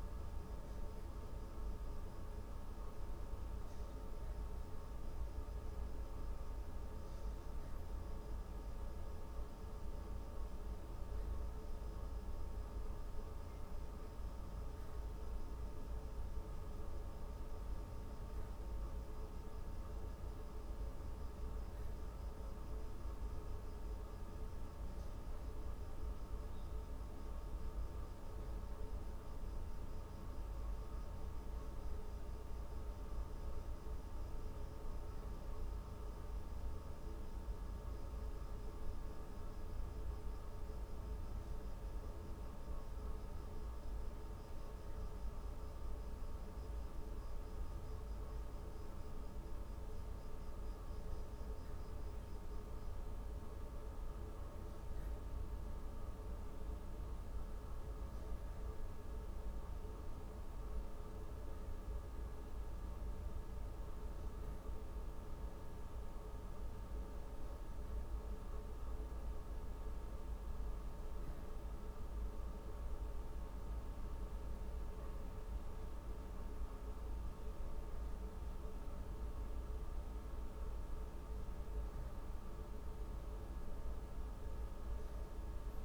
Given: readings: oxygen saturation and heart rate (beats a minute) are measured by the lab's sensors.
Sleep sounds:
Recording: breathing in sleep, hard to hear, by a room microphone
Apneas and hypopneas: none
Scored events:
none scored
From the record:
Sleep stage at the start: N2 (light sleep)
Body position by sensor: on the back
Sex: female

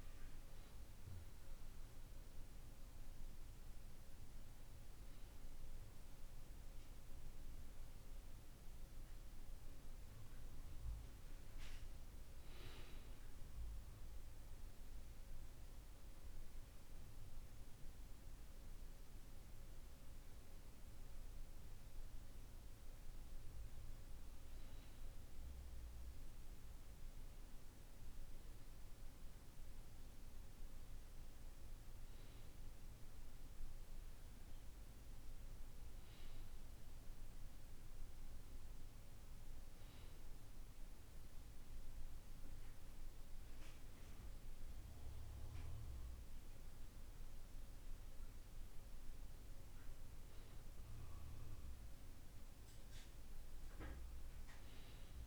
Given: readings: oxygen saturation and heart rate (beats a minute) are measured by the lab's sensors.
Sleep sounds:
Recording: breathing in sleep, hard to hear, by a room microphone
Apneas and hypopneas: none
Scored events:
none scored
From the record:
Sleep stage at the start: N2 (light sleep)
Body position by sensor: on the back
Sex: male

